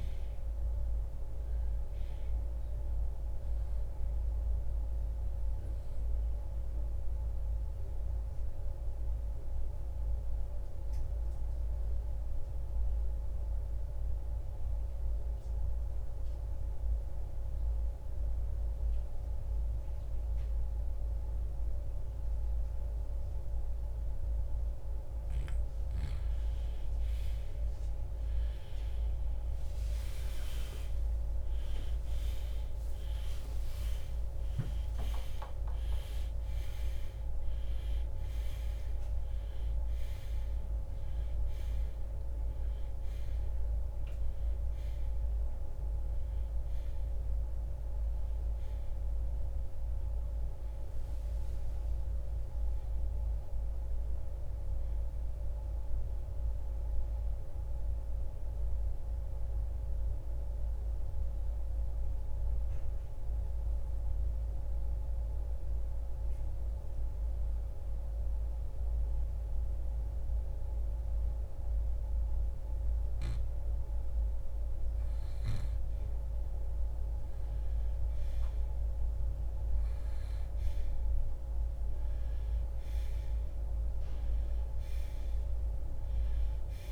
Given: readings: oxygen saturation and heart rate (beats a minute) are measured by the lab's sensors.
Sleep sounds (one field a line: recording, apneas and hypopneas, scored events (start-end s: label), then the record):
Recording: breathing in sleep, hard to hear, by a room microphone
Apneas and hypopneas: 2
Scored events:
0.00-19.00 s: oxygen desaturation (device-marked, oxygen 87% lowest, heart rate 60 extreme)
7.50-25.00 s: obstructive apnea (oxygen 94% before, 84% lowest, heart rate 79 before, 60 extreme, up 7 after)
28.50-34.00 s: arousal
32.00-64.00 s: oxygen desaturation (device-marked, oxygen 95% before, 84% lowest, heart rate 72 before, 62 extreme)
60.00-75.50 s: obstructive apnea (oxygen 95% before, 84% lowest, heart rate 85 before, 62 extreme, up 7 after)
81.50-85.50 s: arousal
From the record:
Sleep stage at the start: N2 (light sleep)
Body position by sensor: on the right side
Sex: male